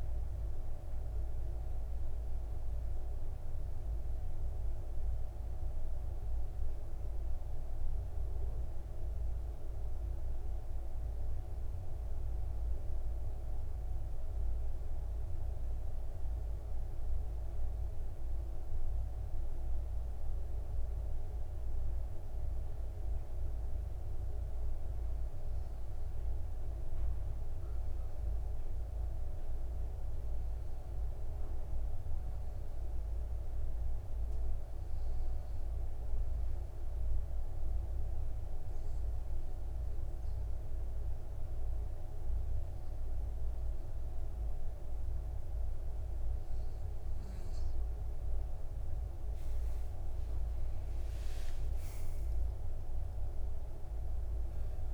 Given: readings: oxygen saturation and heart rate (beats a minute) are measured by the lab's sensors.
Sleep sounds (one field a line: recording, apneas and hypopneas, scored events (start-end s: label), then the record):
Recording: breathing in sleep, hard to hear, by a room microphone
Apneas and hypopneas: 2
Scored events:
0.00-5.00 s: oxygen desaturation (device-marked, oxygen 92% lowest, heart rate 53 extreme)
14.00-26.00 s: obstructive apnea (oxygen 98% before, 93% lowest, heart rate 61 before, 53 extreme, up 8 after)
28.50-33.00 s: arousal
32.00-50.00 s: oxygen desaturation (device-marked, oxygen 97% before, 93% lowest, heart rate 57 before, 53 extreme)
39.00-49.00 s: obstructive apnea (oxygen 98% before, 93% lowest, heart rate 58 before, 53 extreme, up 21 after)
51.50-54.94 s: arousal
52.00-54.00 s: long interval between heartbeats (device-marked, heart rate 59 before, 75 extreme)
From the record:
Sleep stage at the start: N2 (light sleep)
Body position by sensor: on the back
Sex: male